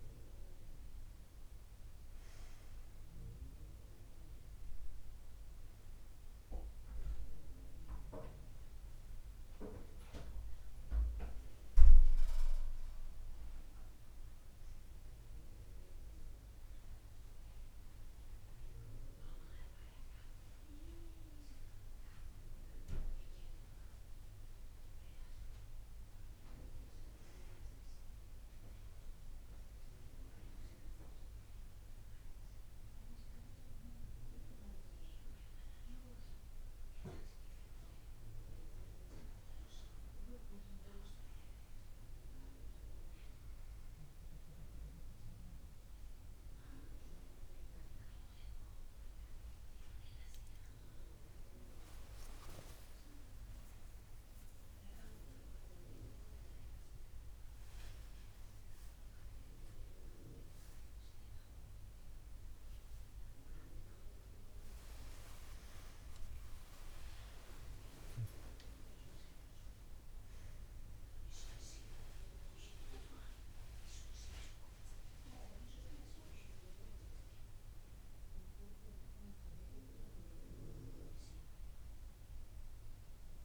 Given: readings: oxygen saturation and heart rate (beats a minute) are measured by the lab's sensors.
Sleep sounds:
a person partly awake in a sleep study, by a room microphone; none
0.00-2.00 s: arousal
56.50-83.45 s: new sleep stage, awake
58.00-60.00 s: long interval between heartbeats (device-marked)
From the record:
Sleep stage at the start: N2 (light sleep); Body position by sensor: on the right side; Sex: female

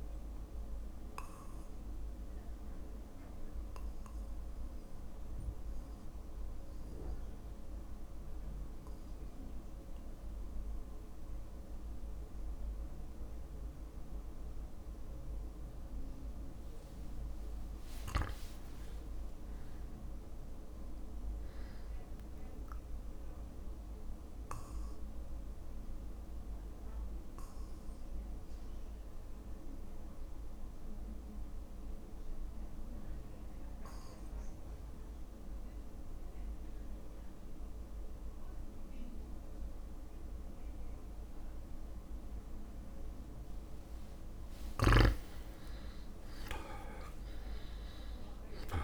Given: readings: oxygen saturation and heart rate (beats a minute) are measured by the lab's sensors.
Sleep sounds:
breathing in sleep, hard to hear, by a room microphone; 2
0.00-17.50 s: oxygen desaturation (device-marked, oxygen 93% lowest, heart rate 53 extreme)
0.50-16.50 s: mixed apnea (oxygen 99% before, 91% lowest, heart rate 56 before, 53 extreme, up 4 after)
12.50-31.50 s: drop in pulse transit time (device-marked, heart rate 56 before, 54 extreme)
15.00-17.00 s: long interval between heartbeats (device-marked, heart rate 56 before, 58 extreme)
19.50-22.50 s: arousal
24.00-44.00 s: obstructive apnea (oxygen 99% before, 91% lowest, heart rate 56 before, 53 extreme, up 24 after)
45.00-48.84 s: snoring (device-marked)
46.50-48.50 s: long interval between heartbeats (device-marked, heart rate 55 before, 73 extreme)
46.50-48.84 s: arousal
From the record:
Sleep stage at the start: N2 (light sleep); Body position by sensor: on the back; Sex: male

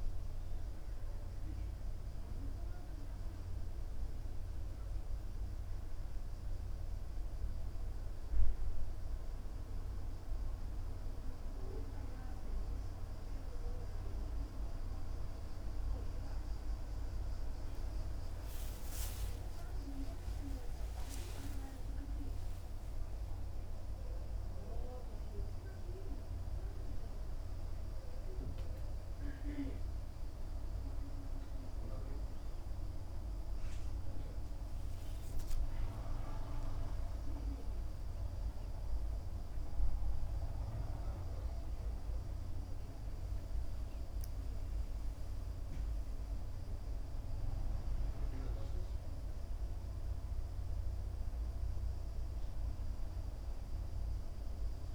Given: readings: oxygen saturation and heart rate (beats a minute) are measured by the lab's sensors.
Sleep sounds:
breathing in sleep by a room microphone; none
20.00-25.50 s: arousal
35.00-54.95 s: new sleep stage, N2 (light sleep)
From the record:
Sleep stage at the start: N1 (lightest sleep); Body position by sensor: on the right side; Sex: male

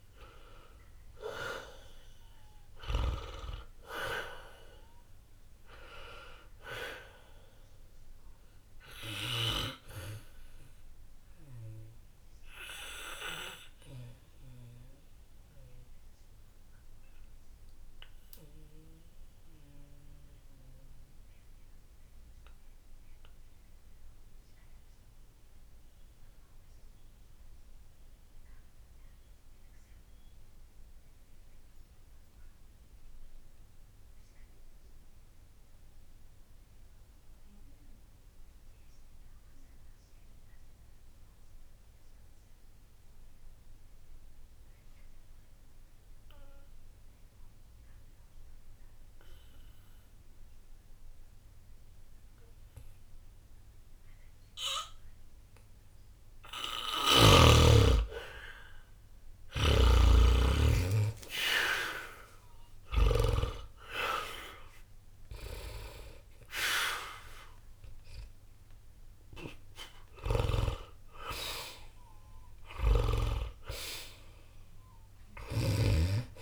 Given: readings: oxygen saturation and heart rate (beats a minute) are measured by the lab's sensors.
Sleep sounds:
breathing in sleep by a room microphone; 1
0.00-33.50 s: oxygen desaturation (device-marked, oxygen 73% lowest, heart rate 60 extreme)
7.50-58.00 s: obstructive apnea (oxygen 95% before, 73% lowest, heart rate 60 before, 60 extreme, up 0 after)
49.50-76.41 s: oxygen desaturation (device-marked, oxygen 98% before, 74% lowest, heart rate 60 before, 59 extreme)
59.50-63.50 s: snoring (device-marked)
60.50-64.50 s: arousal
From the record:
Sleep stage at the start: N2 (light sleep); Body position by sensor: on the back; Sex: male

